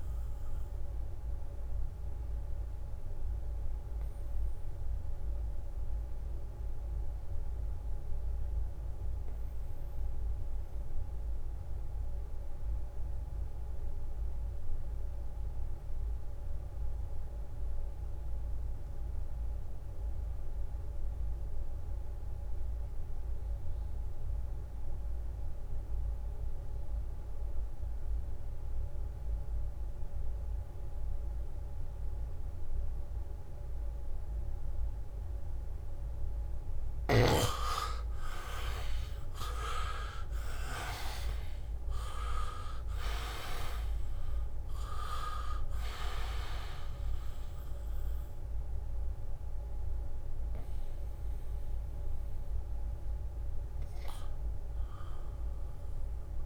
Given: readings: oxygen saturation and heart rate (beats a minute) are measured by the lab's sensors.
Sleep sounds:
breathing in sleep by a room microphone; 1
0.00-7.50 s: oxygen desaturation (device-marked, oxygen 85% lowest, heart rate 64 extreme)
0.50-35.00 s: obstructive apnea (oxygen 99% before, 70% lowest, heart rate 75 before, 64 extreme, up 9 after)
18.50-56.46 s: oxygen desaturation (device-marked, oxygen 99% before, 70% lowest, heart rate 79 before, 64 extreme)
37.00-41.50 s: leg movement (device-marked)
38.50-44.00 s: arousal
From the record:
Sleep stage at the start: REM sleep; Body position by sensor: on the back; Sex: male

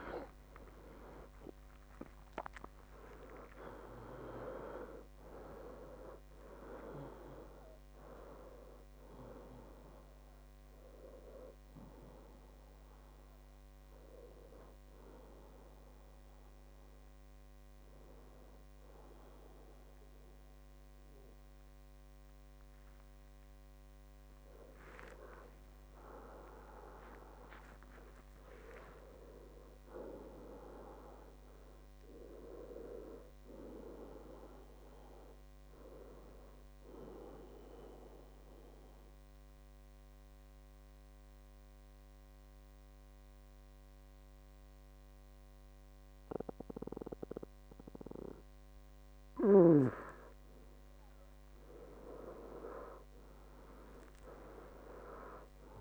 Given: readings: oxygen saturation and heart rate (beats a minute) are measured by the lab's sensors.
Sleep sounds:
breathing in sleep by a microphone on the trachea; 2
0.00-1.50 s: arousal
0.00-7.50 s: oxygen desaturation (device-marked, oxygen 91% lowest, heart rate 61 extreme)
9.50-25.50 s: oxygen desaturation (device-marked, oxygen 96% before, 88% lowest, heart rate 77 before, 58 extreme)
12.00-24.50 s: hypopnea (oxygen 97% before, 88% lowest, heart rate 79 before, 59 extreme, up 5 after)
20.50-22.50 s: long interval between heartbeats (device-marked, heart rate 81 before, 66 extreme)
27.50-32.00 s: arousal
37.50-50.00 s: obstructive apnea (oxygen 100% before, 88% lowest, heart rate 68 before, 58 extreme, up 18 after)
From the record:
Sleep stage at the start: N2 (light sleep); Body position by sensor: on the back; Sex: male

